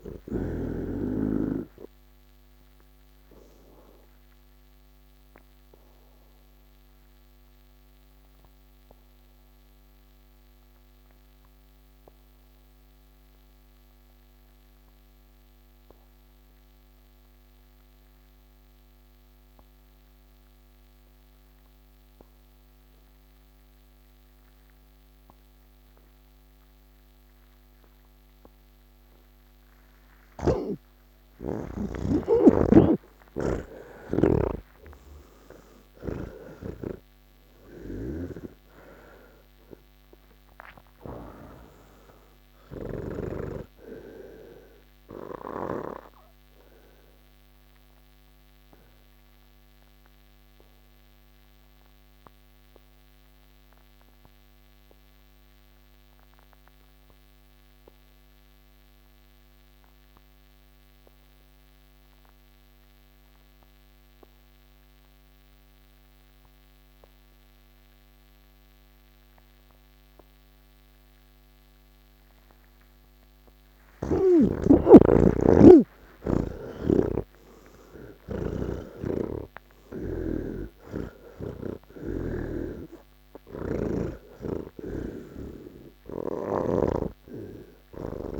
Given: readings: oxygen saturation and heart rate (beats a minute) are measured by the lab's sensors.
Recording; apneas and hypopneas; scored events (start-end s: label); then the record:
breathing in sleep by a microphone on the trachea; 2
0.00-16.50 s: oxygen desaturation (device-marked, oxygen 77% lowest, heart rate 80 extreme)
0.50-28.50 s: obstructive apnea (oxygen 99% before, 77% lowest, heart rate 134 before, 64 extreme, up 10 after)
21.50-60.50 s: oxygen desaturation (device-marked, oxygen 98% before, 80% lowest, heart rate 138 before, 64 extreme)
33.00-36.50 s: snoring (device-marked)
46.00-73.50 s: obstructive apnea (oxygen 98% before, 79% lowest, heart rate 143 before, 46 extreme)
69.50-88.40 s: oxygen desaturation (device-marked, oxygen 99% before, 79% lowest, heart rate 108 before, 46 extreme)
79.00-88.40 s: snoring (device-marked)
From the record:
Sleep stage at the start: N3 (deep sleep); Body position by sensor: on the back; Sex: male